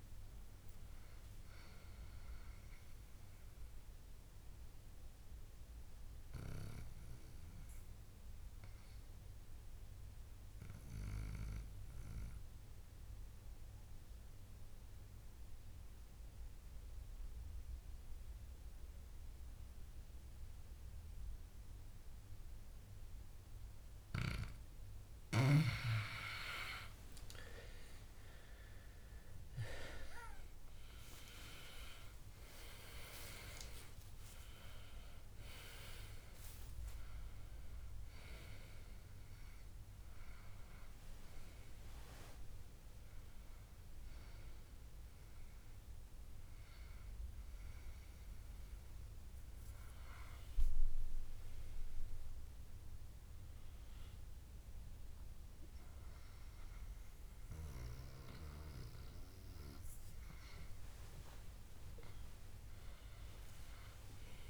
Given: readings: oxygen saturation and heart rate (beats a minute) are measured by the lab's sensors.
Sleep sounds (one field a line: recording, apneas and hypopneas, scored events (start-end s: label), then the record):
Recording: breathing in sleep by a room microphone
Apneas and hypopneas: 1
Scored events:
0.00-11.50 s: oxygen desaturation (device-marked, oxygen 90% lowest, heart rate 59 extreme)
4.00-25.00 s: obstructive apnea (oxygen 97% before, 90% lowest, heart rate 79 before, 59 extreme, up 21 after)
27.50-32.00 s: arousal
28.50-56.50 s: oxygen desaturation (device-marked, oxygen 99% before, 92% lowest, heart rate 62 before, 70 extreme)
58.50-63.00 s: arousal
62.50-64.50 s: long interval between heartbeats (device-marked, heart rate 74 before, 78 extreme)
From the record:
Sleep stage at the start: N2 (light sleep)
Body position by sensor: on the back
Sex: male